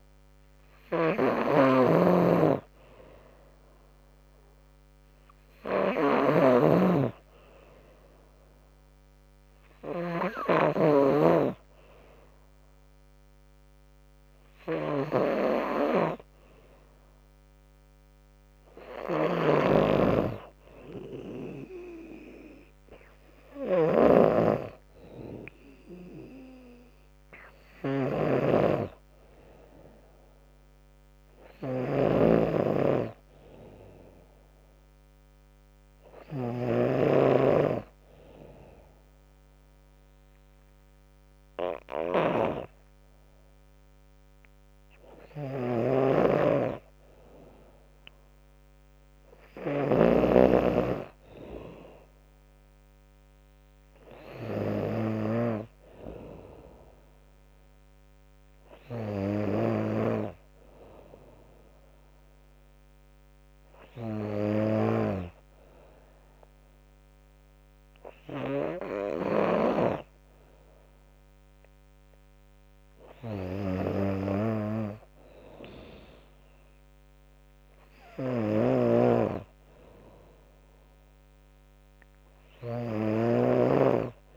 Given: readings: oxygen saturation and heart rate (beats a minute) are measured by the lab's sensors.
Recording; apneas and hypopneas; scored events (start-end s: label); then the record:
breathing in sleep by a microphone on the trachea; 1
0.00-1.50 s: arousal
0.00-84.37 s: snoring (device-marked)
1.00-20.00 s: oxygen desaturation (device-marked, oxygen 96% before, 92% lowest, heart rate 80 before, 81 extreme)
21.00-31.00 s: drop in pulse transit time (device-marked, heart rate 87 before, 84 extreme)
28.00-31.00 s: arousal
34.50-47.00 s: hypopnea (oxygen 94% before, 92% lowest, heart rate 86 before, 73 extreme, up 18 after)
40.50-42.50 s: long interval between heartbeats (device-marked, heart rate 85 before, 95 extreme)
48.50-51.50 s: arousal
50.00-54.00 s: tachycardia (device-marked)
51.00-53.00 s: long interval between heartbeats (device-marked, heart rate 87 before, 90 extreme)
53.50-55.50 s: long interval between heartbeats (device-marked, heart rate 88 before, 101 extreme)
55.00-67.00 s: oxygen desaturation (device-marked, oxygen 95% before, 92% lowest, heart rate 90 before, 73 extreme)
67.00-72.00 s: tachycardia (device-marked, heart rate 30 before, 108 extreme)
67.50-69.50 s: long interval between heartbeats (device-marked, heart rate 86 before, 86 extreme)
From the record:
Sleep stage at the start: N2 (light sleep); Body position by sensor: on the back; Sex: female